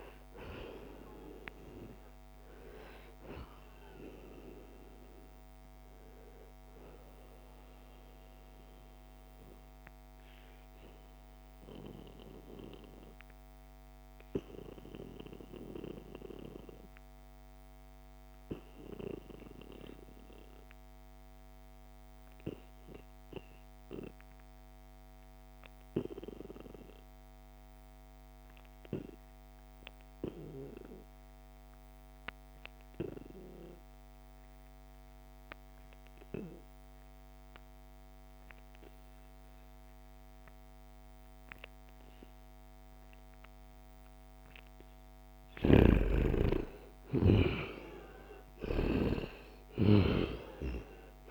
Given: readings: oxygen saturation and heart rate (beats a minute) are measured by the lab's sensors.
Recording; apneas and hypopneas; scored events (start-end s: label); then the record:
breathing in sleep by a microphone on the trachea; 1
0.00-17.00 s: oxygen desaturation (device-marked, oxygen 88% lowest, heart rate 69 extreme)
9.00-43.50 s: obstructive apnea (oxygen 96% before, 86% lowest, heart rate 77 before, 68 extreme, up 2 after)
36.00-51.31 s: oxygen desaturation (device-marked, oxygen 97% before, 86% lowest, heart rate 74 before, 68 extreme)
46.00-50.00 s: arousal
From the record:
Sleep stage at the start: N2 (light sleep); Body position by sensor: on the right side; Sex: male